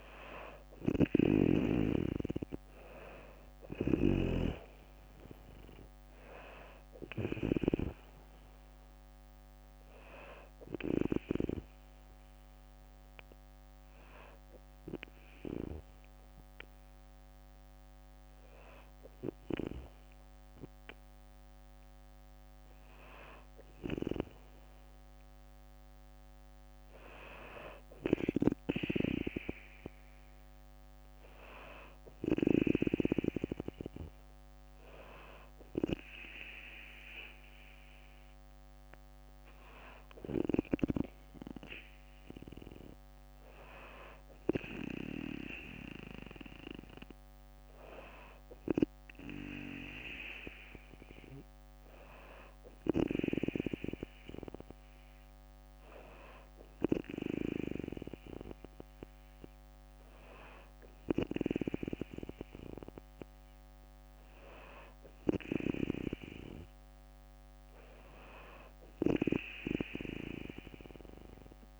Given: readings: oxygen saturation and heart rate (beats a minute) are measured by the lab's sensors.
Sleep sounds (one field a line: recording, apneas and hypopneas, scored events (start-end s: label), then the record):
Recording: breathing in sleep by a microphone on the trachea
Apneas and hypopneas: none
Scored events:
0.00-7.00 s: snoring (device-marked)
2.00-5.50 s: arousal
3.00-17.00 s: drop in pulse transit time (device-marked, heart rate 62 before, 59 extreme)
13.00-15.00 s: bradycardia (device-marked, heart rate 63 before, 61 extreme)
From the record:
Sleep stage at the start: N2 (light sleep)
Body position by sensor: on the back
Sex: female